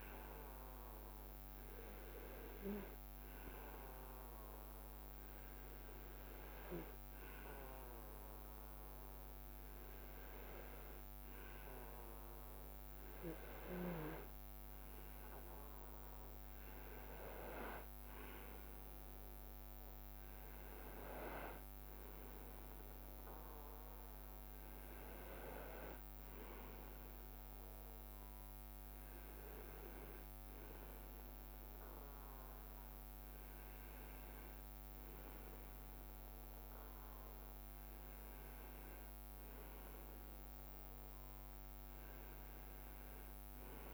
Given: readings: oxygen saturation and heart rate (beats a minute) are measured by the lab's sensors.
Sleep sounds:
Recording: breathing in sleep by a microphone on the trachea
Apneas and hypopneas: 1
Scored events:
1.00-13.50 s: hypopnea (oxygen 96% before, 95% lowest, heart rate 69 before, 61 extreme, up 4 after)
15.00-19.00 s: arousal
From the record:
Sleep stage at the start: REM sleep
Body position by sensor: on the right side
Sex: male

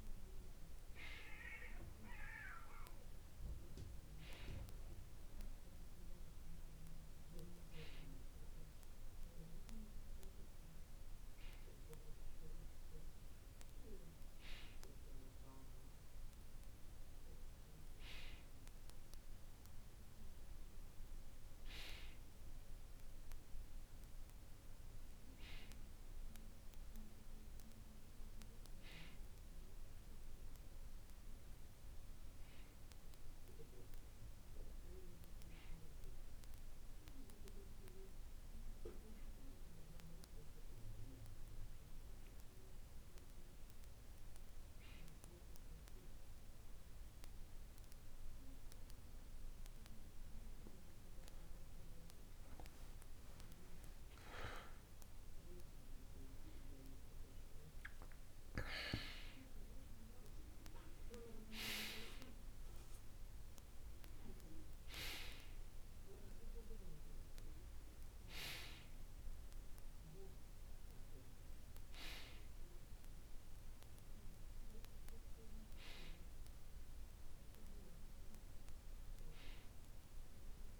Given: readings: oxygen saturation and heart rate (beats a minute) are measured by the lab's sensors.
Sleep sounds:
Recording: breathing in sleep by a room microphone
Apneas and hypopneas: 1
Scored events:
0.00-1.00 s: arousal
37.00-51.50 s: hypopnea (oxygen 98% before, 95% lowest, heart rate 49 before, 49 extreme, up 9 after)
53.00-57.50 s: arousal
From the record:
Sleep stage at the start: N2 (light sleep)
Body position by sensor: on the back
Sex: male

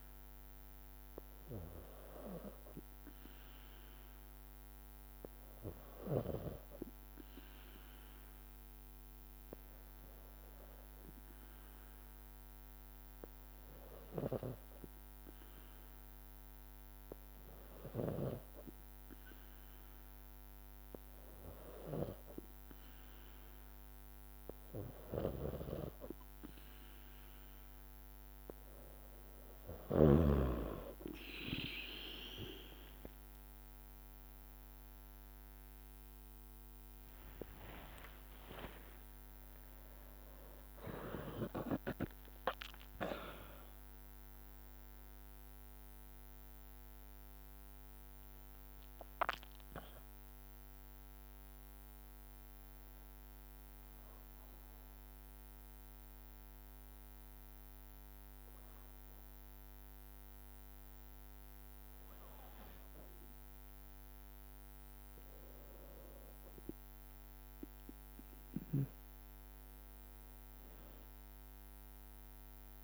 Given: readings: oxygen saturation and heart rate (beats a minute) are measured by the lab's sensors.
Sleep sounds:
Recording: breathing in sleep by a microphone on the trachea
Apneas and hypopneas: 2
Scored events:
6.00-19.00 s: hypopnea (oxygen 94% before, 90% lowest, heart rate 57 before, 56 extreme, up 1 after)
14.00-18.50 s: snoring (device-marked)
25.00-30.50 s: snoring (device-marked)
30.50-42.50 s: oxygen desaturation (device-marked, oxygen 94% before, 91% lowest, heart rate 57 before, 56 extreme)
32.50-56.50 s: drop in pulse transit time (device-marked, heart rate 57 before, 59 extreme)
37.50-43.00 s: arousal
38.50-72.84 s: new sleep stage, N2 (light sleep)
50.50-63.50 s: obstructive apnea (oxygen 94% before, 90% lowest, heart rate 60 before, 56 extreme, up 3 after)
66.00-70.00 s: arousal
69.50-72.84 s: oxygen desaturation (device-marked, oxygen 99% before, 90% lowest, heart rate 59 before, 56 extreme)
From the record:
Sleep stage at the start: N3 (deep sleep)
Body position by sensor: on the back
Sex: female

